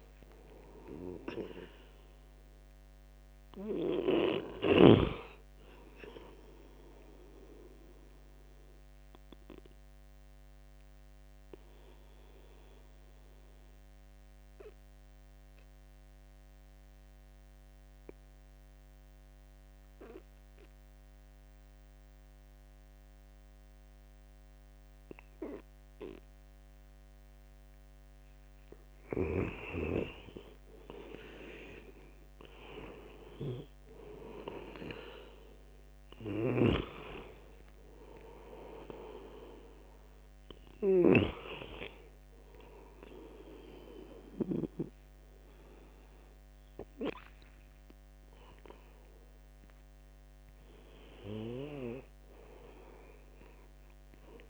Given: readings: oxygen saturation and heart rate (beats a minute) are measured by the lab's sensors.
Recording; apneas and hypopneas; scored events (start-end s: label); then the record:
breathing in sleep by a microphone on the trachea; 1
0.00-8.50 s: oxygen desaturation (device-marked, oxygen 90% lowest, heart rate 72 extreme)
8.50-26.50 s: obstructive apnea (oxygen 96% before, 90% lowest, heart rate 84 before, 72 extreme, up 12 after)
30.00-33.50 s: arousal
31.50-54.50 s: oxygen desaturation (device-marked, oxygen 98% before, 90% lowest, heart rate 74 before, 75 extreme)
From the record:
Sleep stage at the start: N2 (light sleep); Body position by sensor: on the right side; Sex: male